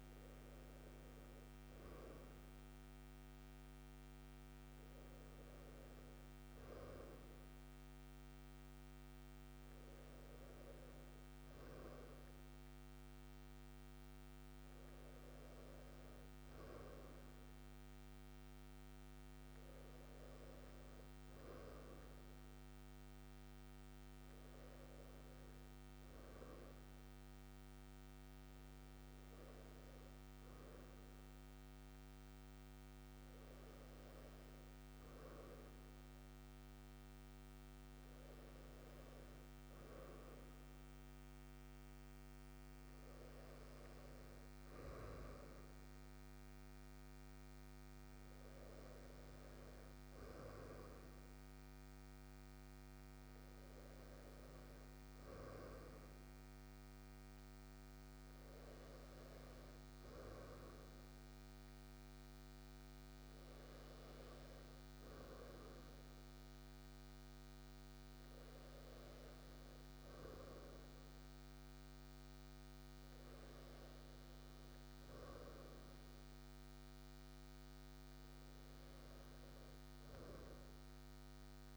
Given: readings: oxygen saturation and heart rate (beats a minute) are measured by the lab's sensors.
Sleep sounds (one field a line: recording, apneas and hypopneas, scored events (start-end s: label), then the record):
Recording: a person awake in a sleep study, hard to hear, by a microphone on the trachea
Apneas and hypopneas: none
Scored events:
none scored
From the record:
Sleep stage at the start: awake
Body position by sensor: on the right side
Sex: male